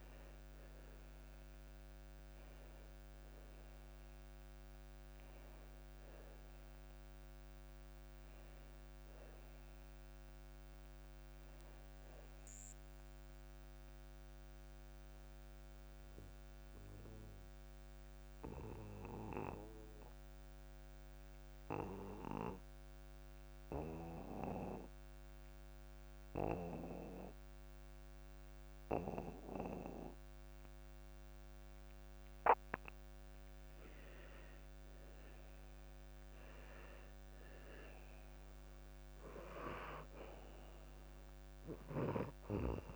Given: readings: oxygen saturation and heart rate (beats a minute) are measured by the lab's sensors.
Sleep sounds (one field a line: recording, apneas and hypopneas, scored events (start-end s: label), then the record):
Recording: breathing in sleep by a microphone on the trachea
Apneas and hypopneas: 1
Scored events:
0.00-23.50 s: oxygen desaturation (device-marked, oxygen 79% lowest)
16.50-33.50 s: obstructive apnea (oxygen 90% before, 79% lowest)
35.00-39.00 s: arousal
36.50-42.96 s: oxygen desaturation (device-marked, oxygen 100% before, 90% lowest)
From the record:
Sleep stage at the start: N2 (light sleep)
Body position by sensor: on the back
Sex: male